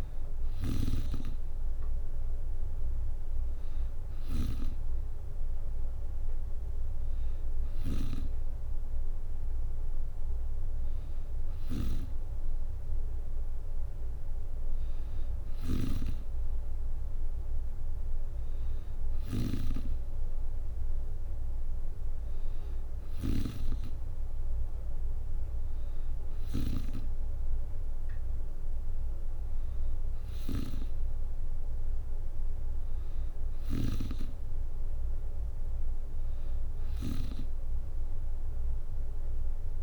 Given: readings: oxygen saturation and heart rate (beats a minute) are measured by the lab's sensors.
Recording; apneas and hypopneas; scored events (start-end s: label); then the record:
breathing in sleep by a room microphone; none
1.00-39.83 s: new sleep stage, N2 (light sleep)
15.00-26.50 s: snoring (device-marked)
33.00-39.83 s: snoring (device-marked)
From the record:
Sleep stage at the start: N3 (deep sleep); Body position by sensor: on the back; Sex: female